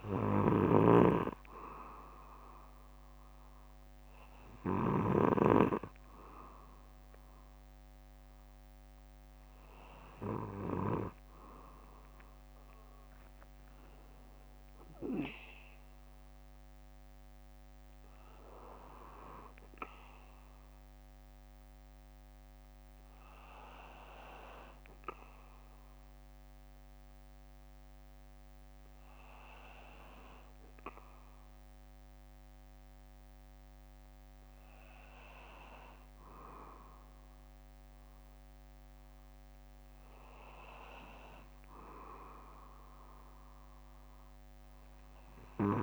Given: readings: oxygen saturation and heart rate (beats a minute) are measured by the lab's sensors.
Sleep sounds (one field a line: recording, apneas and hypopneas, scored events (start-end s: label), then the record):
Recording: breathing in sleep by a microphone on the trachea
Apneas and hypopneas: none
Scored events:
0.00-1.00 s: snoring (device-marked)
15.50-33.50 s: oxygen desaturation (device-marked, oxygen 95% before, 91% lowest, heart rate 61 before, 56 extreme)
19.50-21.50 s: bradycardia (device-marked, heart rate 60 before, 58 extreme)
22.50-24.50 s: bradycardia (device-marked, heart rate 60 before, 58 extreme)
27.50-32.50 s: bradycardia (device-marked, heart rate 60 before, 58 extreme)
34.50-37.50 s: bradycardia (device-marked, heart rate 60 before, 58 extreme)
39.50-41.50 s: bradycardia (device-marked, heart rate 60 before, 59 extreme)
From the record:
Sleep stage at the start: N2 (light sleep)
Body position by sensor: on the back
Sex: male